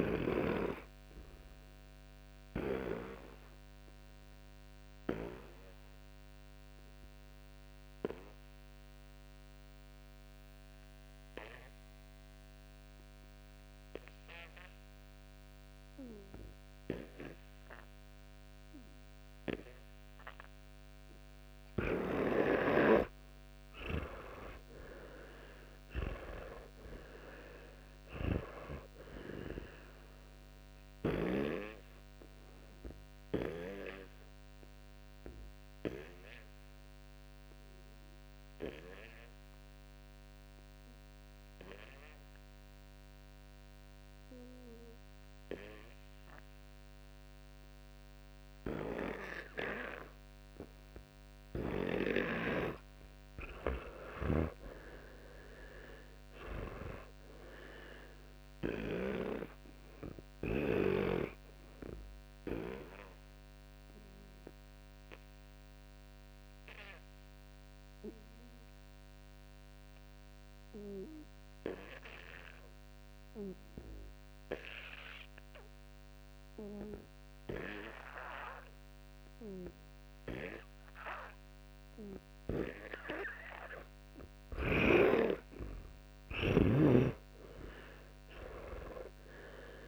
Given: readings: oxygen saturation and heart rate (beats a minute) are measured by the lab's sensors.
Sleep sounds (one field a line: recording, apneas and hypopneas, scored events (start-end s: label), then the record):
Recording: breathing in sleep by a microphone on the trachea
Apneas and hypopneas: 3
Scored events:
1.00-22.50 s: obstructive apnea (oxygen 99% before, 92% lowest)
23.50-27.50 s: arousal
32.00-51.50 s: obstructive apnea (oxygen 99% before, 89% lowest)
32.50-43.50 s: oxygen desaturation (device-marked, oxygen 98% before, 92% lowest)
53.00-56.50 s: arousal
60.50-85.00 s: obstructive apnea (oxygen 98% before, 89% lowest, heart rate 61 before, 27 extreme)
81.50-88.50 s: oxygen desaturation (device-marked, oxygen 97% before, 93% lowest, heart rate 57 before, 28 extreme)
87.50-89.88 s: arousal
From the record:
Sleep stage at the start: N2 (light sleep)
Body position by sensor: on the back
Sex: male